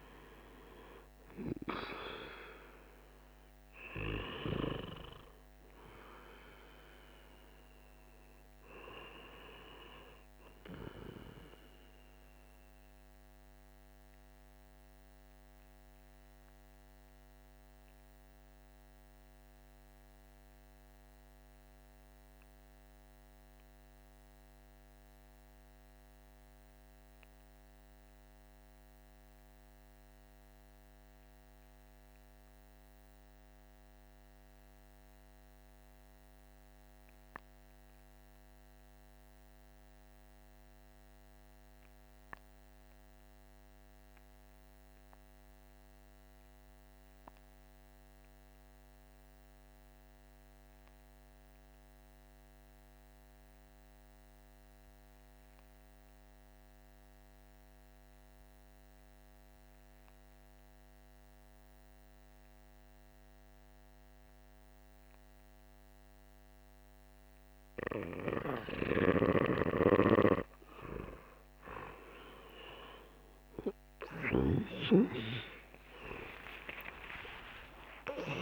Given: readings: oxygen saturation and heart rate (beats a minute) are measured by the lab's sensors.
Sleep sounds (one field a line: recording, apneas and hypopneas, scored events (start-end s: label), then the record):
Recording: breathing in sleep by a microphone on the trachea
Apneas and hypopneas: 1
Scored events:
0.00-22.50 s: oxygen desaturation (device-marked, oxygen 71% lowest, heart rate 47 extreme)
13.50-69.00 s: mixed apnea (oxygen 88% before, 69% lowest, heart rate 63 before, 49 extreme, up 24 after)
42.50-78.42 s: oxygen desaturation (device-marked, oxygen 98% before, 74% lowest, heart rate 51 before, 50 extreme)
72.00-77.00 s: arousal
73.50-78.42 s: new sleep stage, N1 (lightest sleep)
From the record:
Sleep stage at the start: REM sleep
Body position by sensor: on the back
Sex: male